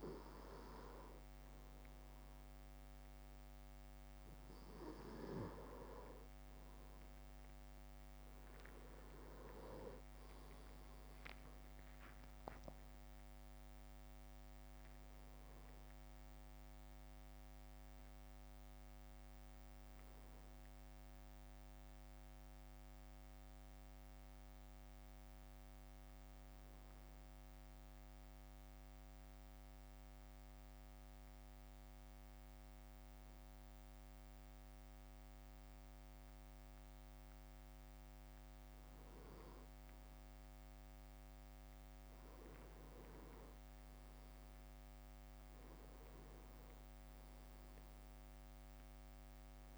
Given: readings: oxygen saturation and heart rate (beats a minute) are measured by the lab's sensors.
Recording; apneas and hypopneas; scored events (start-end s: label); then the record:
breathing in sleep by a microphone on the trachea; 1
7.00-11.00 s: leg movement (device-marked)
9.50-14.00 s: arousal
11.50-26.50 s: drop in pulse transit time (device-marked, heart rate 58 before, 56 extreme)
27.00-40.00 s: mixed apnea (oxygen 97% before, 96% lowest, heart rate 59 before, 55 extreme, up 2 after)
43.00-47.00 s: arousal
44.00-46.50 s: leg movement (device-marked)
From the record:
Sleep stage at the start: N2 (light sleep); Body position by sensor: on the back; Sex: male